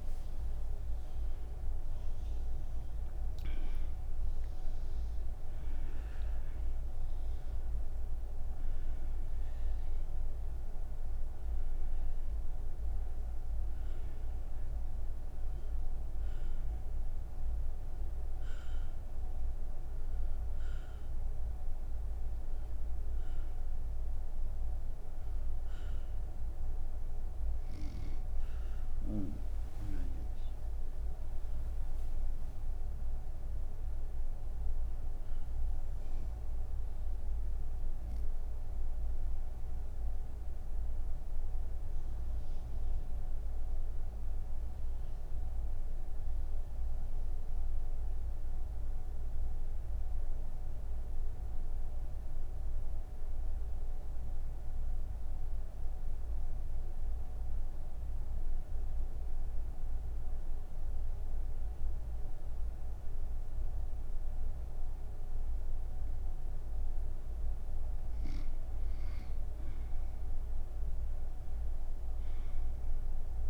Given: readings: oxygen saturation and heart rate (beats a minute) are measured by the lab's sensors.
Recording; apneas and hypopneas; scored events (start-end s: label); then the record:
breathing in sleep, hard to hear, by a room microphone; none
0.00-24.50 s: oxygen desaturation (device-marked, oxygen 92% lowest)
26.50-39.50 s: oxygen desaturation (device-marked, oxygen 93% before, 86% lowest)
72.50-73.50 s: oxygen desaturation (device-marked, oxygen 98% before, 86% lowest)
From the record:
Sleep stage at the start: N2 (light sleep); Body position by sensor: on the right side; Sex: female